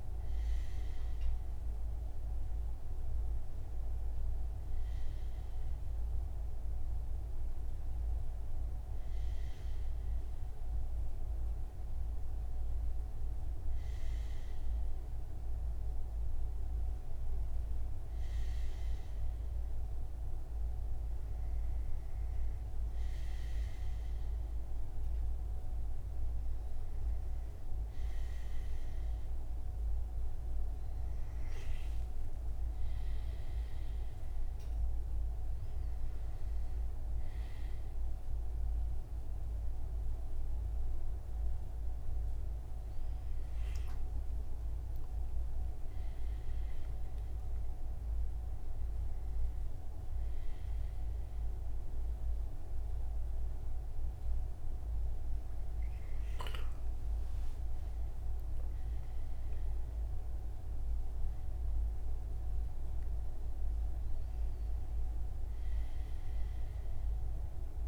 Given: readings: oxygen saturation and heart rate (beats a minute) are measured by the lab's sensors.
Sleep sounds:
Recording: breathing in sleep, hard to hear, by a room microphone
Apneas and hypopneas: none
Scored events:
57.00-61.00 s: arousal
From the record:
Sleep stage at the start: REM sleep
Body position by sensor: on the front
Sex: male

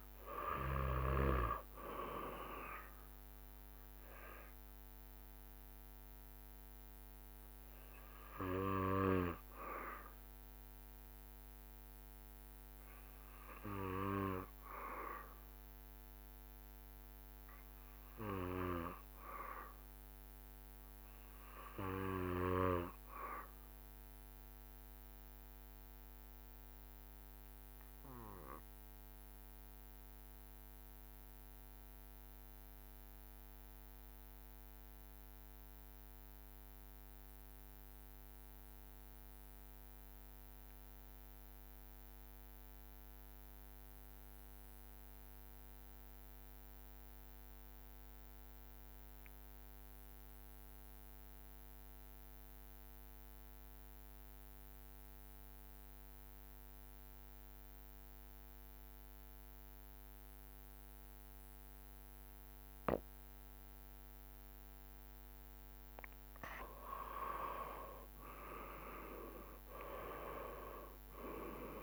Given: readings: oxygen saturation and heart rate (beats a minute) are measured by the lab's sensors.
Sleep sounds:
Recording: breathing in sleep by a microphone on the trachea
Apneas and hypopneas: 1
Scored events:
0.00-4.50 s: oxygen desaturation (device-marked, oxygen 91% lowest, heart rate 65 extreme)
6.00-65.50 s: obstructive apnea (oxygen 94% before, 88% lowest, heart rate 75 before, 65 extreme, up 8 after)
38.50-68.50 s: oxygen desaturation (device-marked, oxygen 96% before, 90% lowest, heart rate 67 before, 68 extreme)
66.50-71.83 s: drop in pulse transit time (device-marked, heart rate 69 before, 70 extreme)
68.00-71.83 s: arousal
From the record:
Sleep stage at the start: N2 (light sleep)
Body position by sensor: on the back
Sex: male

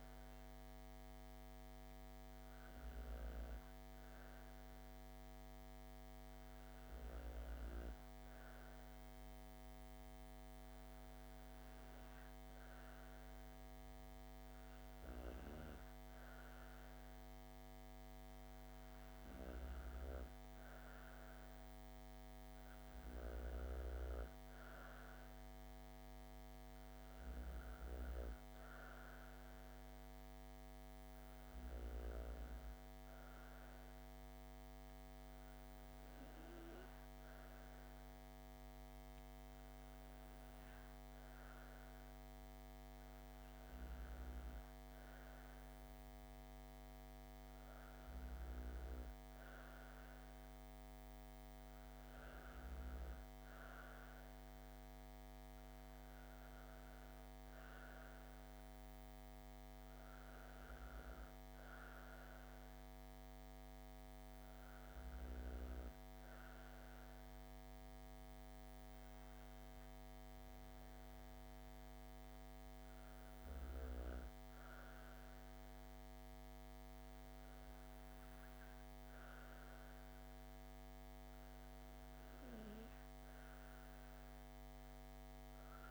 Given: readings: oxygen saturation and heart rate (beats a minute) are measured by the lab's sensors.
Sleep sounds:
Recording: breathing in sleep, hard to hear, by a microphone on the trachea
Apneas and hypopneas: none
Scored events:
none scored
From the record:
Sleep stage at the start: N2 (light sleep)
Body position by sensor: on the back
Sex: female

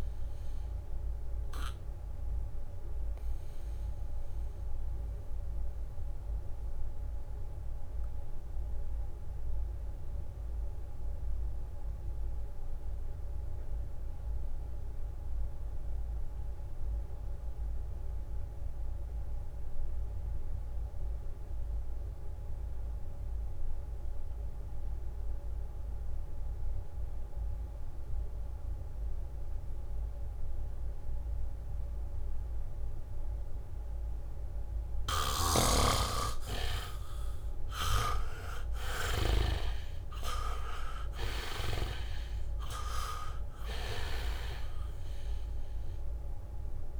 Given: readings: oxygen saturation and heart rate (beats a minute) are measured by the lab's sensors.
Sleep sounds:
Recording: breathing in sleep by a room microphone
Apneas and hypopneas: 1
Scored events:
0.00-18.00 s: oxygen desaturation (device-marked, oxygen 65% lowest, heart rate 65 extreme)
2.00-34.50 s: mixed apnea (oxygen 95% before, 65% lowest, heart rate 73 before, 65 extreme, up 9 after)
20.00-46.99 s: oxygen desaturation (device-marked, oxygen 99% before, 68% lowest, heart rate 81 before, 65 extreme)
37.00-42.00 s: arousal
38.00-42.00 s: snoring (device-marked)
From the record:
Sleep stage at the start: REM sleep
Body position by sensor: on the back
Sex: male

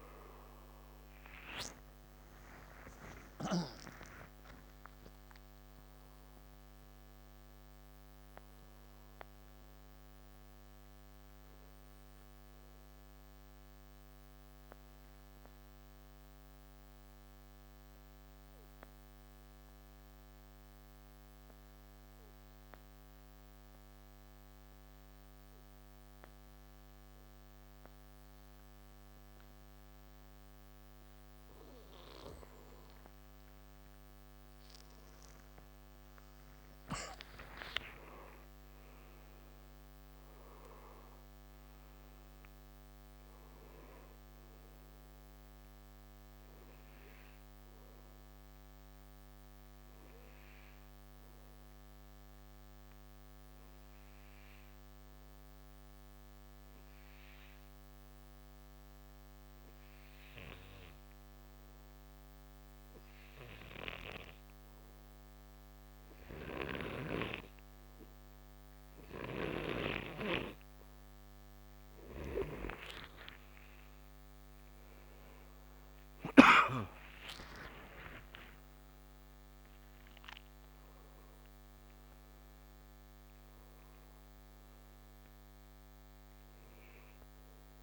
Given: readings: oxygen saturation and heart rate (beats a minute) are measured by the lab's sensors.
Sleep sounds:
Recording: breathing in sleep by a microphone on the trachea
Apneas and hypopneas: 2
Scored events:
1.00-6.00 s: arousal
2.00-25.00 s: oxygen desaturation (device-marked, oxygen 96% before, 90% lowest, heart rate 67 before, 56 extreme)
14.50-32.00 s: obstructive apnea (oxygen 96% before, 87% lowest, heart rate 73 before, 54 extreme, up 21 after)
34.00-38.50 s: arousal
36.00-59.00 s: oxygen desaturation (device-marked, oxygen 96% before, 87% lowest, heart rate 60 before, 54 extreme)
48.50-71.00 s: obstructive apnea (oxygen 96% before, 85% lowest, heart rate 70 before, 54 extreme, up 39 after)
69.00-76.50 s: snoring (device-marked)
72.00-87.82 s: oxygen desaturation (device-marked, oxygen 96% before, 88% lowest, heart rate 62 before, 54 extreme)
74.00-80.00 s: arousal
From the record:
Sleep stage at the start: N2 (light sleep)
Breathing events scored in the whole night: 366 in 5.9 hours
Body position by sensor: on the right side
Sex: male

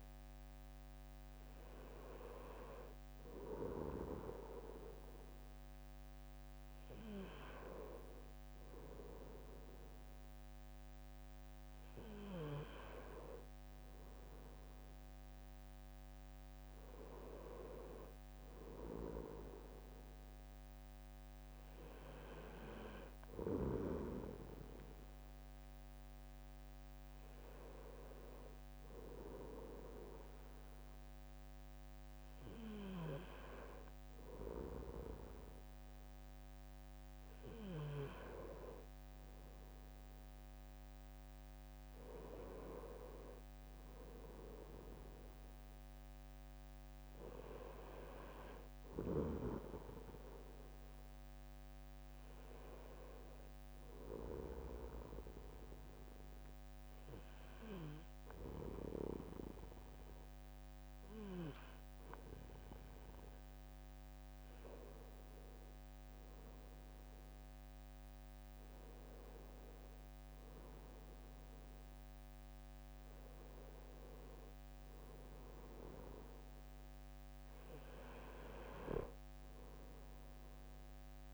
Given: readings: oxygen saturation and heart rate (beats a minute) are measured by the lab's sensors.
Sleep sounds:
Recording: breathing in sleep by a microphone on the trachea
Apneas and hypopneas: none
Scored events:
none scored
From the record:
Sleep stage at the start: N2 (light sleep)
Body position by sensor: on the right side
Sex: male

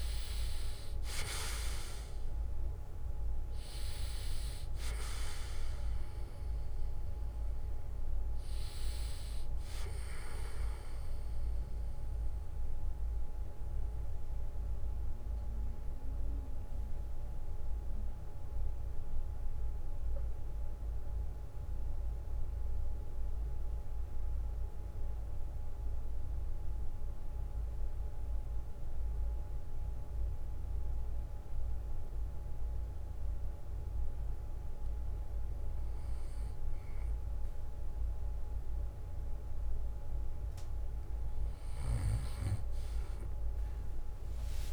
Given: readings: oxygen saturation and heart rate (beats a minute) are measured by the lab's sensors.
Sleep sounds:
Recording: breathing in sleep by a room microphone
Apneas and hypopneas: 1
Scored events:
16.00-34.50 s: central apnea (oxygen 95% before, 90% lowest, heart rate 68 before, 52 extreme, up 6 after)
21.50-23.50 s: bradycardia (device-marked, heart rate 63 before, 57 extreme)
23.50-35.50 s: oxygen desaturation (device-marked, oxygen 95% before, 90% lowest, heart rate 64 before, 52 extreme)
37.50-44.50 s: bradycardia (device-marked, heart rate 63 before, 52 extreme)
38.50-43.00 s: arousal
From the record:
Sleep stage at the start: REM sleep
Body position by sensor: on the back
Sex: male

